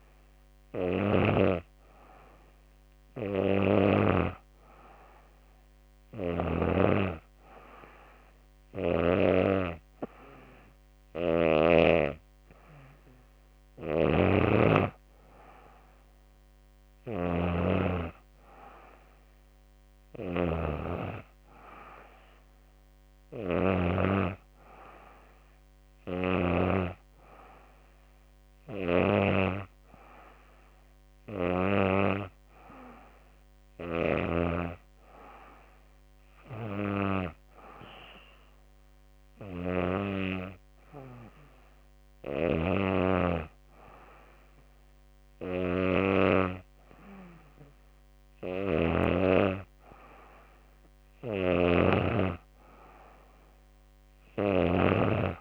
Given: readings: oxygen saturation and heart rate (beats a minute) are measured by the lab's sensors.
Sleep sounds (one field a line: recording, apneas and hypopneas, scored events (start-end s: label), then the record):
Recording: breathing in sleep by a microphone on the trachea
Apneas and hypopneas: none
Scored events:
0.00-10.50 s: snoring (device-marked)
47.00-51.00 s: snoring (device-marked)
From the record:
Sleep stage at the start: N2 (light sleep)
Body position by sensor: on the back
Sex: female